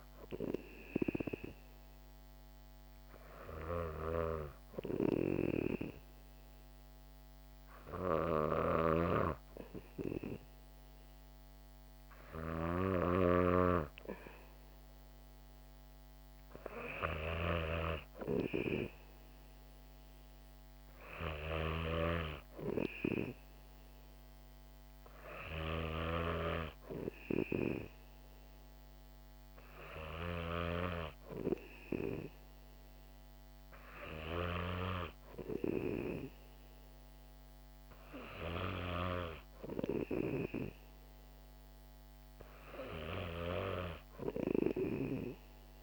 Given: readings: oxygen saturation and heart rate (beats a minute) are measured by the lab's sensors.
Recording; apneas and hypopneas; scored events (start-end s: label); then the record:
breathing in sleep by a microphone on the trachea; none
8.00-26.00 s: snoring (device-marked)
From the record:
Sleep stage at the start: N2 (light sleep); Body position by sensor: on the back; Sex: female